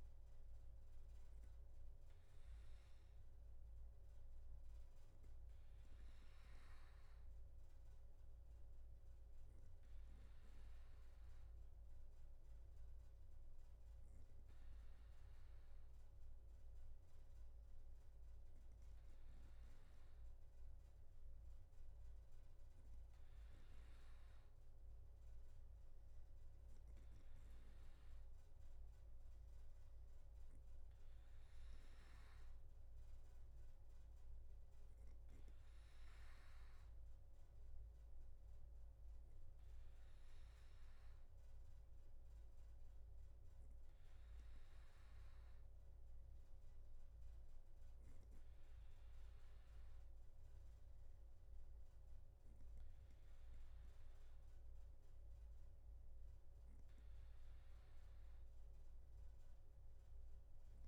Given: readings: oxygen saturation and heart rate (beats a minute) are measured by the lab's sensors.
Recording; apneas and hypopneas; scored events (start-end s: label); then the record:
breathing in sleep, hard to hear, by a room microphone; none
none scored
From the record:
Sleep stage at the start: N2 (light sleep); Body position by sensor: on the back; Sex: male